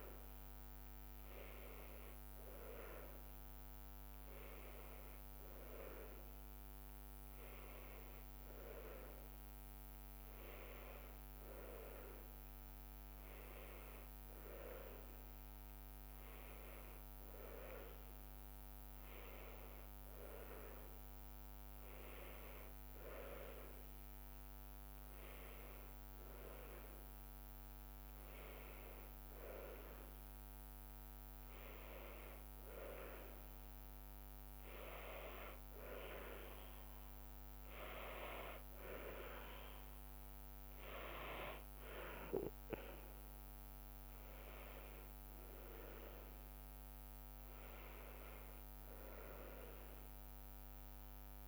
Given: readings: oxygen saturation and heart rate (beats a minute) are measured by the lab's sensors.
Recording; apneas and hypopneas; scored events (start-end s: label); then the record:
breathing in sleep by a microphone on the trachea; none
45.50-51.48 s: drop in pulse transit time (device-marked, heart rate 77 before, 73 extreme)
From the record:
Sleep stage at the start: N2 (light sleep); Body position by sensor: on the right side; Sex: female